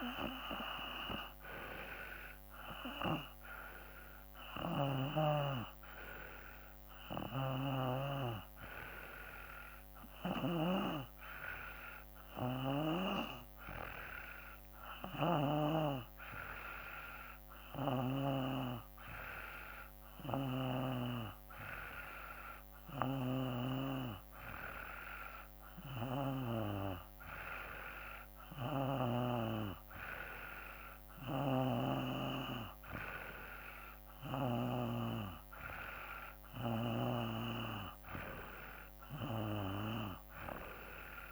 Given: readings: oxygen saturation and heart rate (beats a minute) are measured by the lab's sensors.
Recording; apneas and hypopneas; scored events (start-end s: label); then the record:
breathing in sleep by a microphone on the trachea; none
0.00-11.00 s: oxygen desaturation (device-marked, oxygen 91% lowest, heart rate 55 extreme)
17.50-24.00 s: snoring (device-marked)
28.50-35.00 s: snoring (device-marked)
37.00-41.32 s: snoring (device-marked)
From the record:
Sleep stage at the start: N2 (light sleep); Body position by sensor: on the back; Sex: male